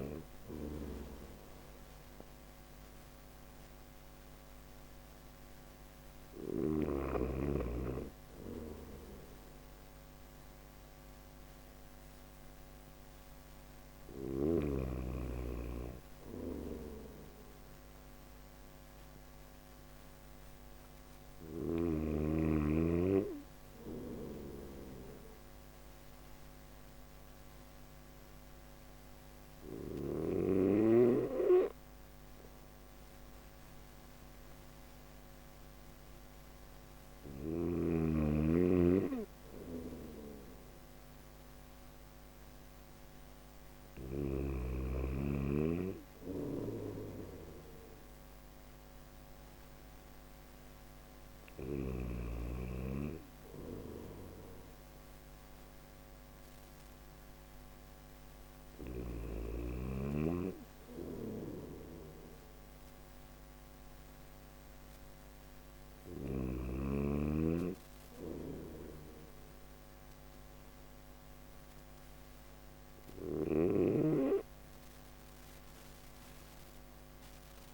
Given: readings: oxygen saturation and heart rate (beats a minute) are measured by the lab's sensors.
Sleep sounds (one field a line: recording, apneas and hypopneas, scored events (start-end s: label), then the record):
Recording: breathing in sleep by a microphone on the trachea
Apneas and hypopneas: none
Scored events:
15.50-21.00 s: snoring (device-marked)
23.00-29.00 s: snoring (device-marked)
38.50-43.50 s: snoring (device-marked)
45.50-51.00 s: snoring (device-marked)
60.00-65.50 s: snoring (device-marked)
From the record:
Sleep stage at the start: N3 (deep sleep)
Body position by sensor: on the right side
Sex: male